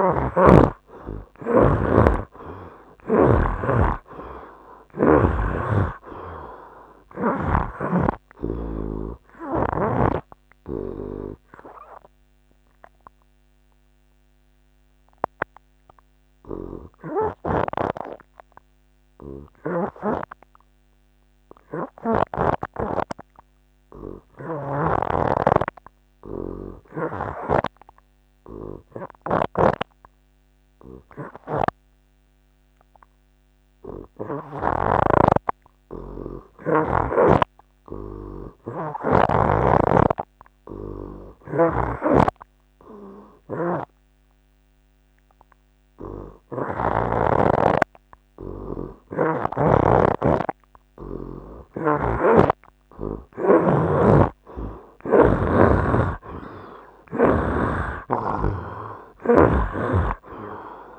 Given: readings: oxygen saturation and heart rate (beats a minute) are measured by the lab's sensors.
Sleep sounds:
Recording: breathing in sleep by a microphone on the trachea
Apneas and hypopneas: 1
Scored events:
0.00-1.00 s: arousal
0.00-5.50 s: snoring (device-marked)
0.00-26.00 s: oxygen desaturation (device-marked, oxygen 63% lowest, heart rate 73 extreme)
12.00-51.50 s: obstructive apnea (oxygen 87% before, 59% lowest, heart rate 84 before, 73 extreme, up 8 after)
24.50-35.00 s: snoring (device-marked)
28.00-60.98 s: oxygen desaturation (device-marked, oxygen 85% before, 59% lowest, heart rate 80 before, 74 extreme)
42.00-47.00 s: snoring (device-marked)
49.00-55.50 s: snoring (device-marked)
56.50-60.98 s: arousal
57.50-60.98 s: snoring (device-marked)
From the record:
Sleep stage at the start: N2 (light sleep)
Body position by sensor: on the right side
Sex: male

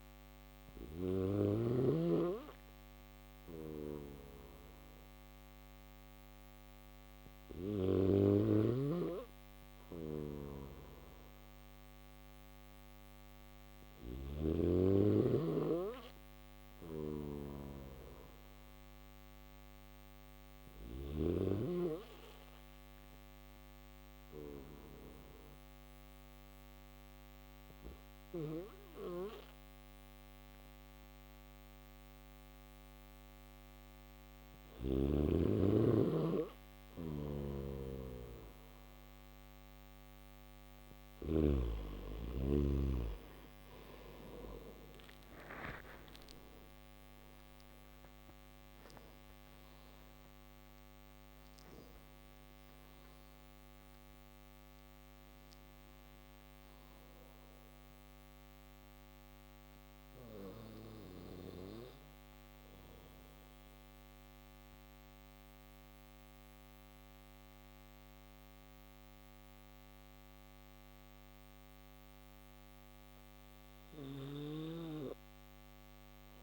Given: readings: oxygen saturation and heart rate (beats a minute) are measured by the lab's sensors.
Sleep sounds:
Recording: breathing in sleep by a microphone on the trachea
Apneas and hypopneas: none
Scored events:
7.00-20.00 s: snoring (device-marked)
7.00-76.43 s: new sleep stage, N3 (deep sleep)
36.00-40.50 s: snoring (device-marked)
From the record:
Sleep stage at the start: N1 (lightest sleep)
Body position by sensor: on the back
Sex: male

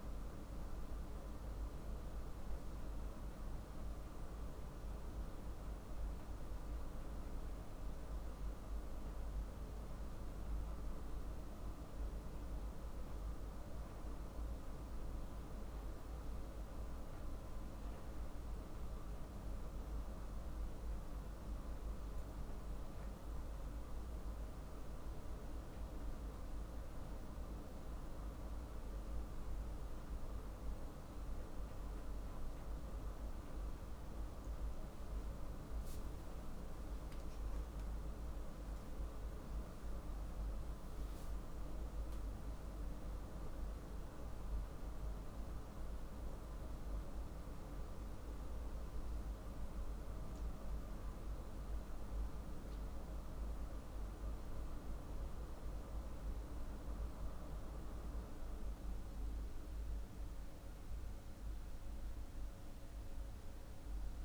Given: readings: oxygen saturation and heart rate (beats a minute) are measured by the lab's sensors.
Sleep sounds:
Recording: breathing in sleep, hard to hear, by a room microphone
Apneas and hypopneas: none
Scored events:
19.50-23.00 s: arousal
From the record:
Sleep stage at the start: N1 (lightest sleep)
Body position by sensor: on the back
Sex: male

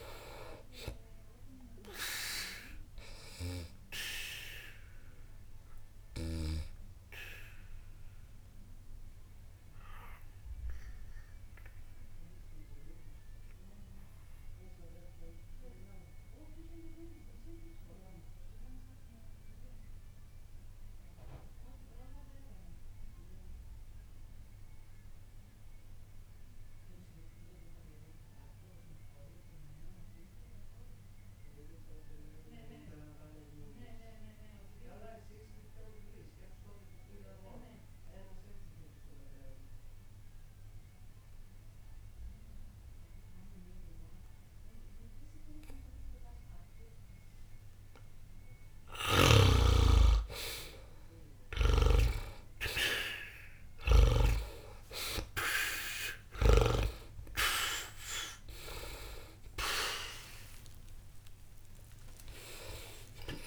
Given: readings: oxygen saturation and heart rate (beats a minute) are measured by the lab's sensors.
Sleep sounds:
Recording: breathing in sleep by a room microphone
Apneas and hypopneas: 1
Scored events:
0.00-26.50 s: oxygen desaturation (device-marked, oxygen 75% lowest, heart rate 59 extreme)
7.00-47.50 s: obstructive apnea (oxygen 96% before, 75% lowest, heart rate 60 before, 60 extreme, up 0 after)
45.50-63.47 s: oxygen desaturation (device-marked, oxygen 98% before, 75% lowest, heart rate 60 before, 60 extreme)
51.00-56.00 s: arousal
From the record:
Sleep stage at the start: N2 (light sleep)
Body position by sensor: on the back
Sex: male

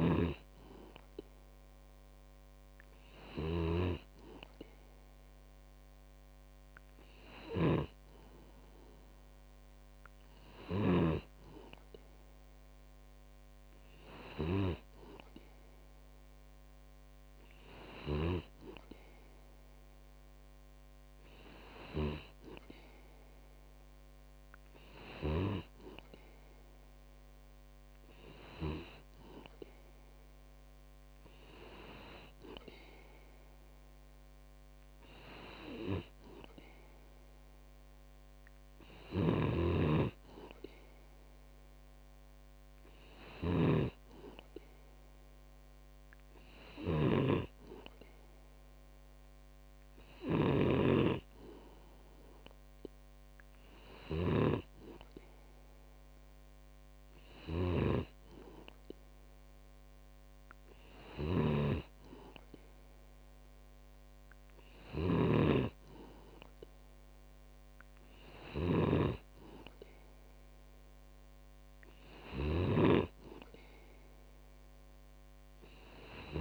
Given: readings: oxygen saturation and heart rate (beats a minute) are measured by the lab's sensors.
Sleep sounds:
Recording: breathing in sleep by a microphone on the trachea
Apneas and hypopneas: none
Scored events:
0.00-8.00 s: snoring (device-marked)
39.00-73.00 s: snoring (device-marked)
From the record:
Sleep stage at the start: N2 (light sleep)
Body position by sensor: on the back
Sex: male

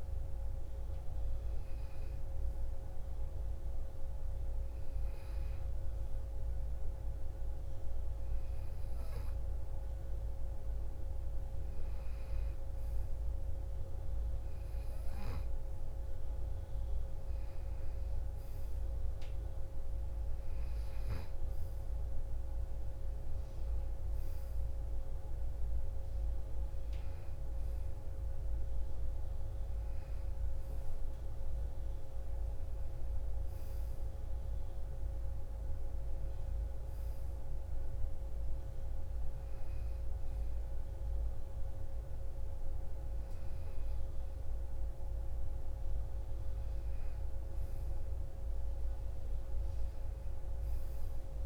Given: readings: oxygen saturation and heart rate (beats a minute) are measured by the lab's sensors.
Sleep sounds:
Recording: breathing in sleep, hard to hear, by a room microphone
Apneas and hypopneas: none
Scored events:
none scored
From the record:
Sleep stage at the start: N2 (light sleep)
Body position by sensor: on the right side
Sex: female

